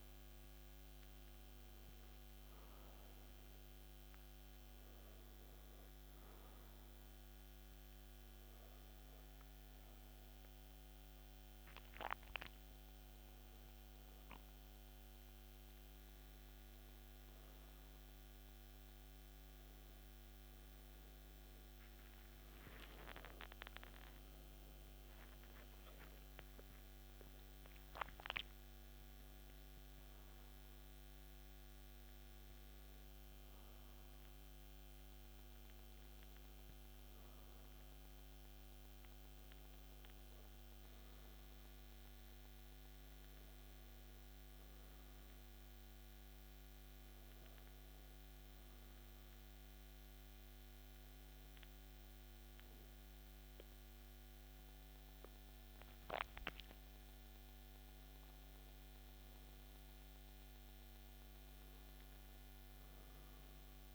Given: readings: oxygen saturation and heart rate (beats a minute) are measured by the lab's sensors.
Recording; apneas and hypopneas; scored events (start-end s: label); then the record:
breathing in sleep, hard to hear, by a microphone on the trachea; 1
22.00-26.00 s: arousal
47.50-59.50 s: hypopnea (oxygen 98% before, 95% lowest)
61.50-63.95 s: arousal
From the record:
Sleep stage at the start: N2 (light sleep); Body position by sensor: on the back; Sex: male